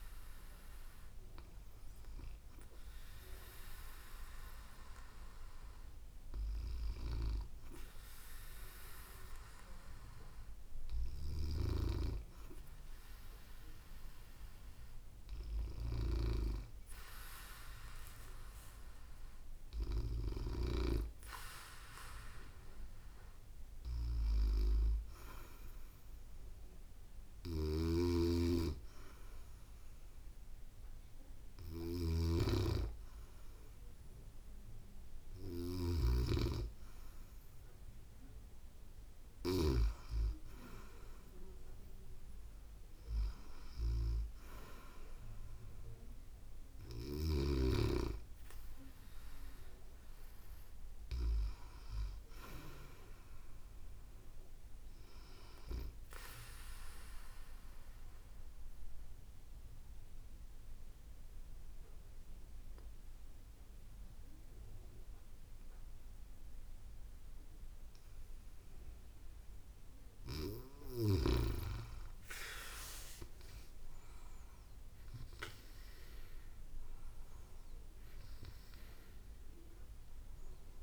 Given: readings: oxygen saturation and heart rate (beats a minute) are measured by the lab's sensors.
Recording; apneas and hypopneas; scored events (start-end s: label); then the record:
breathing in sleep by a room microphone; 1
10.50-20.00 s: snoring (device-marked)
26.50-39.00 s: snoring (device-marked)
56.50-69.50 s: obstructive apnea (oxygen 98% before, 95% lowest, heart rate 69 before, 65 extreme, up 11 after)
72.00-75.50 s: arousal
From the record:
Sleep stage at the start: N2 (light sleep); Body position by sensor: on the back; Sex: female